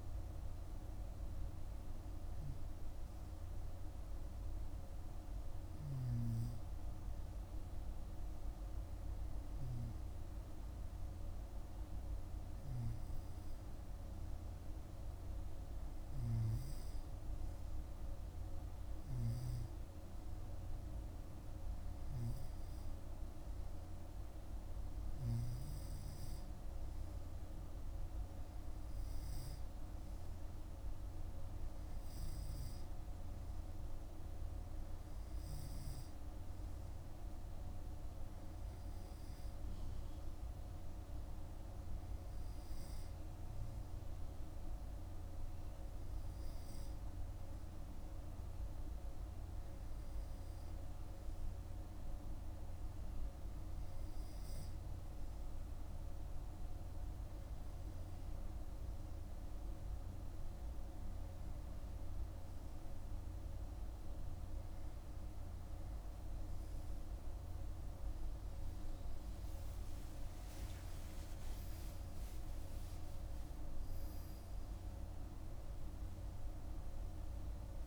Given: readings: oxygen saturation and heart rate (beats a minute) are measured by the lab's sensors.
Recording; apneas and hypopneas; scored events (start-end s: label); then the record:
breathing in sleep, hard to hear, by a room microphone; none
none scored
From the record:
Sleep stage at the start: N2 (light sleep); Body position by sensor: on the right side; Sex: male